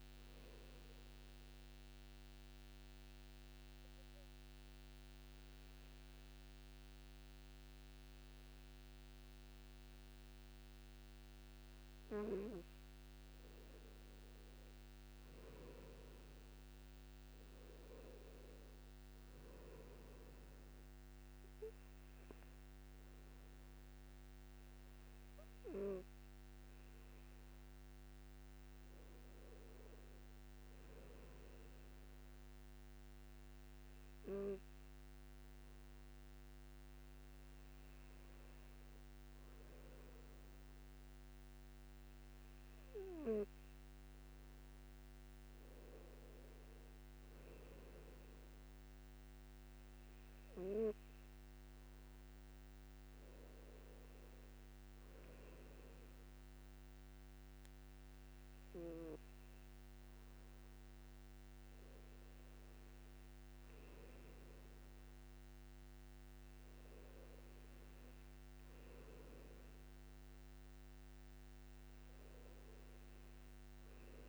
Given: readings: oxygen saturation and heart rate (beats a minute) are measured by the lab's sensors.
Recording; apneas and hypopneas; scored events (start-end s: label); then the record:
breathing in sleep, hard to hear, by a microphone on the trachea; 1
2.00-13.00 s: obstructive apnea (oxygen 97% before, 93% lowest, heart rate 57 before, 55 extreme, up 7 after)
17.50-21.00 s: arousal
18.50-34.50 s: oxygen desaturation (device-marked, oxygen 97% before, 93% lowest, heart rate 57 before, 55 extreme)
From the record:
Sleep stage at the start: N2 (light sleep); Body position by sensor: on the back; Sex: male